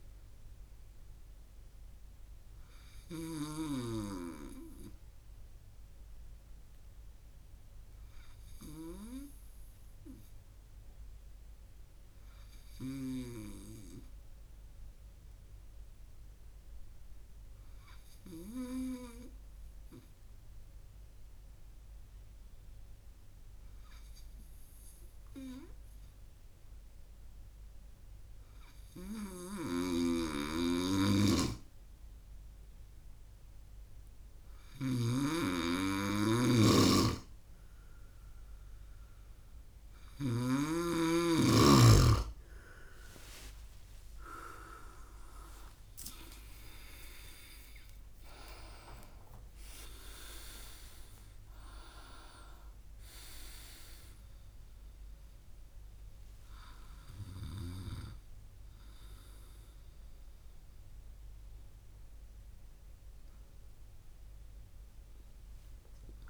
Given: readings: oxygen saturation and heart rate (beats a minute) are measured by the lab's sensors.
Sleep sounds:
breathing in sleep by a room microphone; 1
0.00-3.00 s: snoring (device-marked)
2.50-38.50 s: hypopnea (oxygen 98% before, 96% lowest, heart rate 63 before, 59 extreme, up 9 after)
29.50-40.50 s: snoring (device-marked)
43.00-48.00 s: arousal
From the record:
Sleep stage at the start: N2 (light sleep); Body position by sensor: on the right side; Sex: male

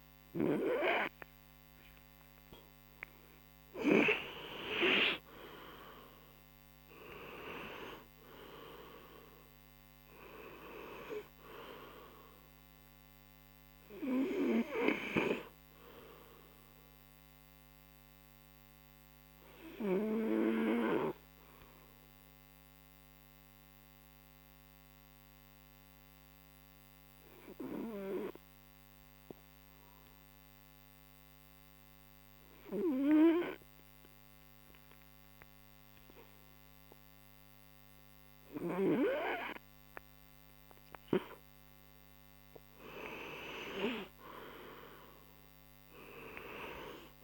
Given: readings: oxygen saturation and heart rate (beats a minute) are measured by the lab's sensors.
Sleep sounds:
breathing in sleep by a microphone on the trachea; 1
0.00-1.50 s: arousal
4.00-24.00 s: oxygen desaturation (device-marked, oxygen 97% before, 90% lowest)
21.00-38.00 s: hypopnea (oxygen 98% before, 87% lowest)
29.00-35.00 s: oxygen desaturation (device-marked, oxygen 91% before, 87% lowest)
42.50-47.00 s: arousal
From the record:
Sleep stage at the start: N2 (light sleep); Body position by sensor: on the right side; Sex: male

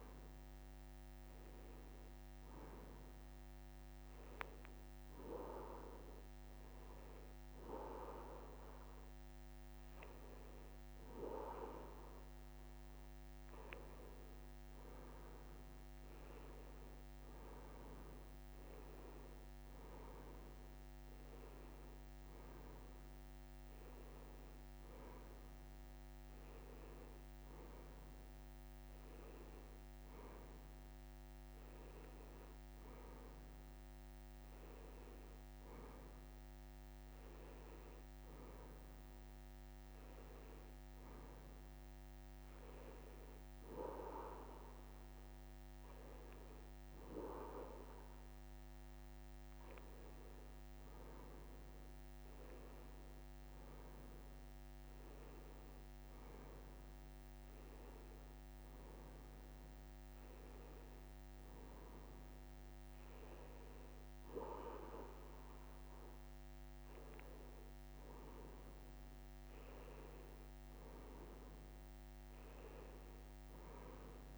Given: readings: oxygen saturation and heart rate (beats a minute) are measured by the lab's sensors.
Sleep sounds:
breathing in sleep by a microphone on the trachea; 1
0.00-1.50 s: arousal
1.00-6.00 s: bradycardia (device-marked, heart rate 129 before, 46 extreme)
3.50-14.00 s: hypopnea (oxygen 93% before, 91% lowest, heart rate 117 before, 71 extreme)
17.50-21.50 s: arousal
From the record:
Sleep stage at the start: N2 (light sleep); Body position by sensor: on the right side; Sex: male

